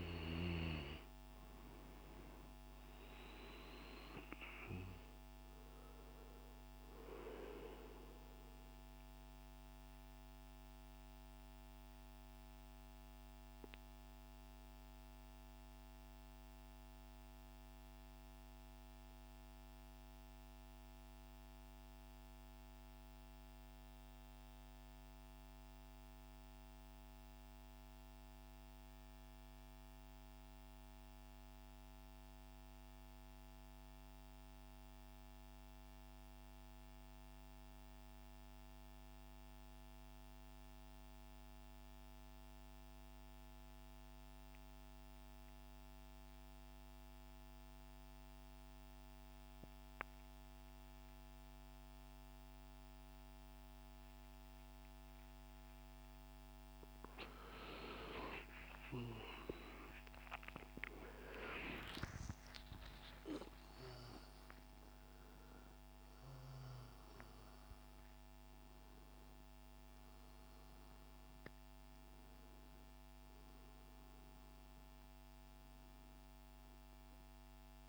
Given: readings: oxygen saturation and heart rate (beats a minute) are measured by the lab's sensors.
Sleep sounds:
breathing in sleep by a microphone on the trachea; 1
0.00-21.00 s: oxygen desaturation (device-marked, oxygen 87% lowest, heart rate 57 extreme)
9.00-56.00 s: mixed apnea (oxygen 97% before, 85% lowest, heart rate 64 before, 57 extreme, up 44 after)
43.00-77.88 s: oxygen desaturation (device-marked, oxygen 98% before, 85% lowest, heart rate 62 before, 60 extreme)
58.50-63.00 s: arousal
From the record:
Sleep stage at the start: N2 (light sleep); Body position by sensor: on the right side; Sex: male

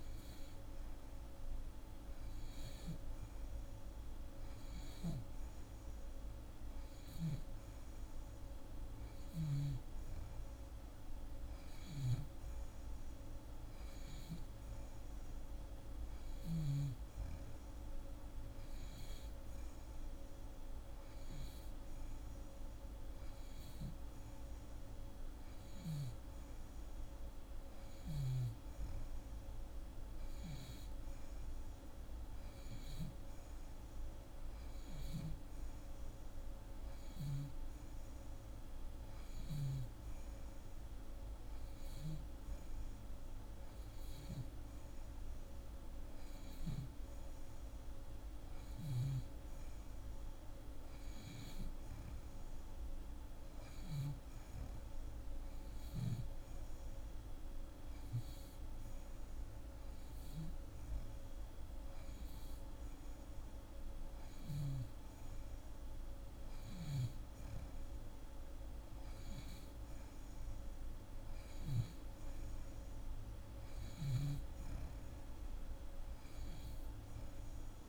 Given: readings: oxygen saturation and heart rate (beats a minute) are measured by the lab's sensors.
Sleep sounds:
breathing in sleep, hard to hear, by a room microphone; none
none scored
From the record:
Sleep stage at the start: N2 (light sleep); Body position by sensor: on the back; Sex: female

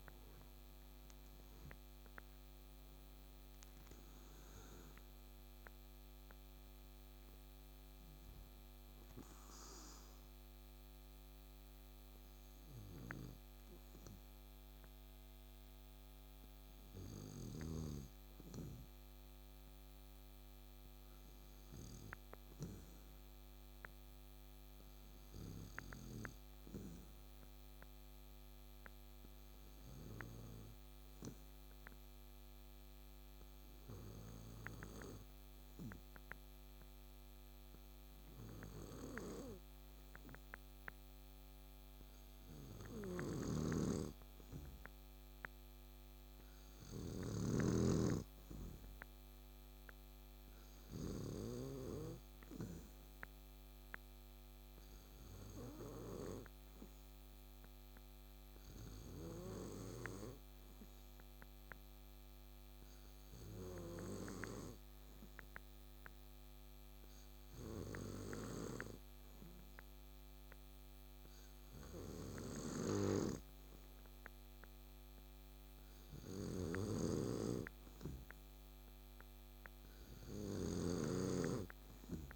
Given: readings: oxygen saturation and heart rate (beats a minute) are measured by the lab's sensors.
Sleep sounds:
breathing in sleep by a microphone on the trachea; none
0.00-17.50 s: oxygen desaturation (device-marked, oxygen 90% lowest, heart rate 65 extreme)
44.50-65.50 s: oxygen desaturation (device-marked, oxygen 96% before, 92% lowest, heart rate 67 before, 67 extreme)
From the record:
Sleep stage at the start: N2 (light sleep); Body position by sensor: on the back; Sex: male

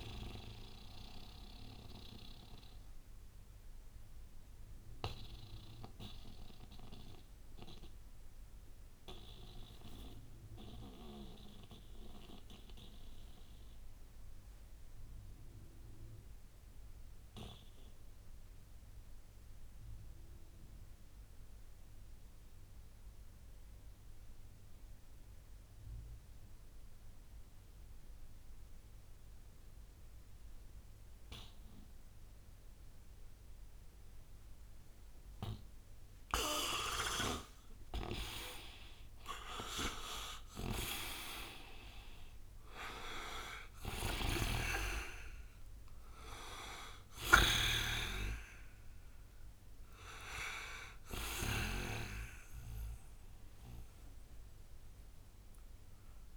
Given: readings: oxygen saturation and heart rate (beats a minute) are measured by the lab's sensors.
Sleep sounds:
breathing in sleep by a room microphone; 1
0.00-22.50 s: oxygen desaturation (device-marked, oxygen 86% lowest, heart rate 57 extreme)
0.50-35.00 s: mixed apnea (oxygen 98% before, 80% lowest, heart rate 72 before, 57 extreme, up 23 after)
34.50-56.37 s: oxygen desaturation (device-marked, oxygen 98% before, 80% lowest, heart rate 61 before, 60 extreme)
36.50-42.00 s: arousal
37.50-51.50 s: snoring (device-marked)
From the record:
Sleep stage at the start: N2 (light sleep); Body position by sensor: on the right side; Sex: male

